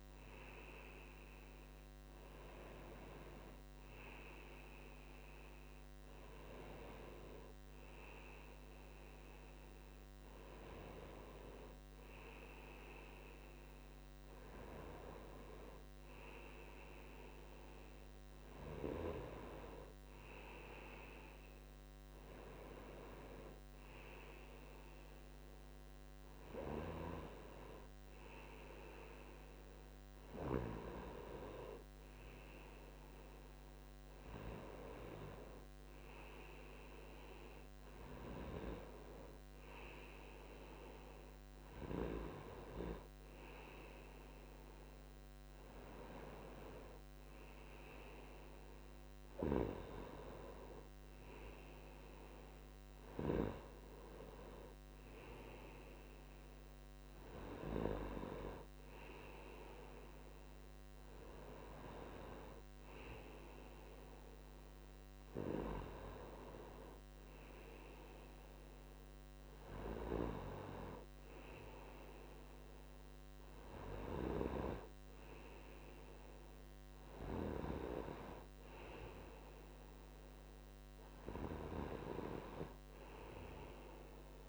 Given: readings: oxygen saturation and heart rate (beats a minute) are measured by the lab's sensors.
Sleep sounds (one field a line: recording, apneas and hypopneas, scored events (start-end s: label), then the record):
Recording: breathing in sleep by a microphone on the trachea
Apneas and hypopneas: none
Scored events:
32.50-84.49 s: new sleep stage, N2 (light sleep)
From the record:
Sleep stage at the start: N1 (lightest sleep)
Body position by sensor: on the right side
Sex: male